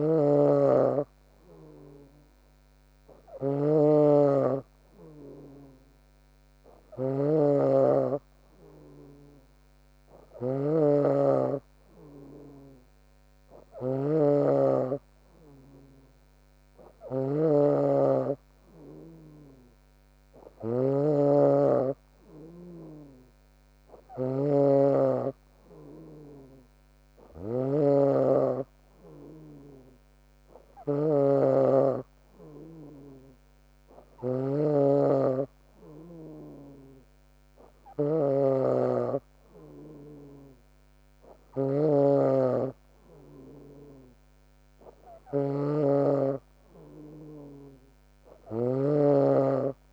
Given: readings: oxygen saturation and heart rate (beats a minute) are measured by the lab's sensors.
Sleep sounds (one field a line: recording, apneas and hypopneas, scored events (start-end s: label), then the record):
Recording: breathing in sleep by a microphone on the trachea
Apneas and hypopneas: none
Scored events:
0.00-7.50 s: snoring (device-marked)
7.50-9.50 s: long interval between heartbeats (device-marked, heart rate 71 before, 79 extreme)
9.50-11.50 s: long interval between heartbeats (device-marked, heart rate 72 before, 87 extreme)
11.50-13.50 s: long interval between heartbeats (device-marked, heart rate 73 before, 97 extreme)
14.00-35.00 s: snoring (device-marked)
26.00-28.00 s: long interval between heartbeats (device-marked, heart rate 80 before, 79 extreme)
30.50-35.50 s: arousal
41.50-49.00 s: snoring (device-marked)
From the record:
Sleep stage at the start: N2 (light sleep)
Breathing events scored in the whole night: 144 in 7.3 hours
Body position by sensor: on the back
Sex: female